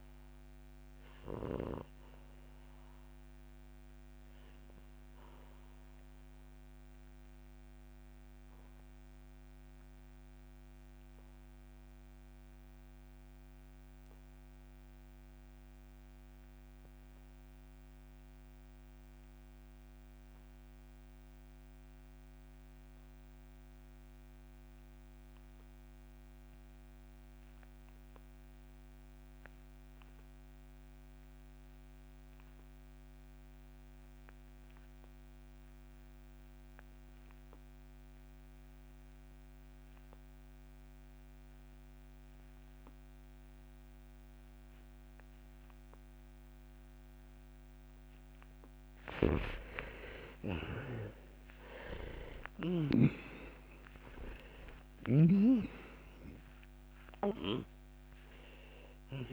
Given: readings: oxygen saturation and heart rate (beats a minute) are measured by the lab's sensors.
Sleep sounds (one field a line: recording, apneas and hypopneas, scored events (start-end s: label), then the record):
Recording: breathing in sleep by a microphone on the trachea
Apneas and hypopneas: 1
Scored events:
0.00-26.50 s: oxygen desaturation (device-marked, oxygen 80% lowest, heart rate 63 extreme)
4.50-47.50 s: obstructive apnea (oxygen 99% before, 79% lowest, heart rate 66 before, 56 extreme, up 1 after)
46.50-59.33 s: oxygen desaturation (device-marked, oxygen 96% before, 79% lowest, heart rate 64 before, 56 extreme)
49.00-53.00 s: snoring (device-marked)
49.50-54.50 s: arousal
55.00-59.33 s: snoring (device-marked)
From the record:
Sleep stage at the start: REM sleep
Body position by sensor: on the back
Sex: male